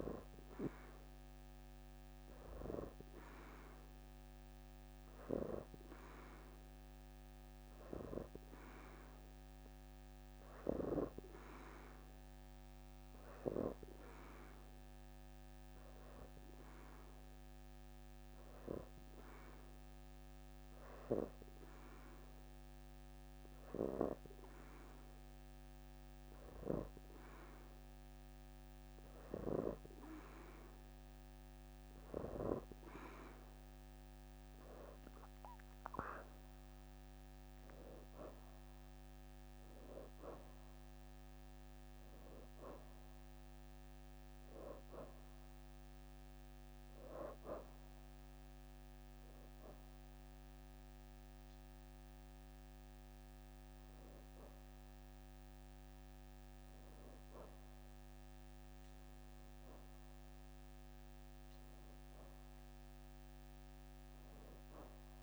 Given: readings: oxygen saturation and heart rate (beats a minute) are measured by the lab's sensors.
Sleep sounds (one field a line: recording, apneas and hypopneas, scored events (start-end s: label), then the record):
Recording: breathing in sleep by a microphone on the trachea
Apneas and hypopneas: 1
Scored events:
14.50-34.00 s: hypopnea (oxygen 91% before, 87% lowest, heart rate 83 before, 79 extreme, up 9 after)
35.00-37.50 s: arousal
38.50-40.50 s: leg movement (device-marked)
59.00-60.50 s: leg movement (device-marked)
59.00-63.00 s: arousal
From the record:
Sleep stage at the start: N2 (light sleep)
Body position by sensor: on the back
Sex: female